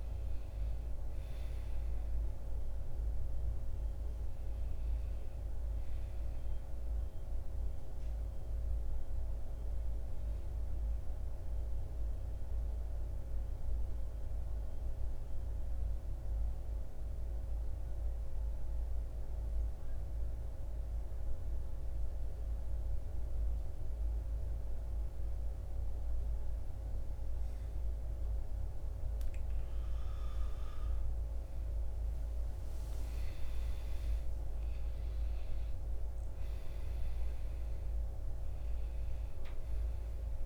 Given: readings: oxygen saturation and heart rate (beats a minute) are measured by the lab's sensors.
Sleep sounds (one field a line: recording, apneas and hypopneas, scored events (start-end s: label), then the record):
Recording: breathing in sleep, hard to hear, by a room microphone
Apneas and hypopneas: 1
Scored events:
0.00-20.50 s: oxygen desaturation (device-marked, oxygen 85% lowest, heart rate 51 extreme)
7.50-29.50 s: obstructive apnea (oxygen 96% before, 85% lowest, heart rate 66 before, 51 extreme, up 13 after)
31.50-35.00 s: arousal
35.50-40.46 s: oxygen desaturation (device-marked, oxygen 98% before, 89% lowest, heart rate 54 before, 53 extreme)
From the record:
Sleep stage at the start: N2 (light sleep)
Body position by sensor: on the back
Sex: male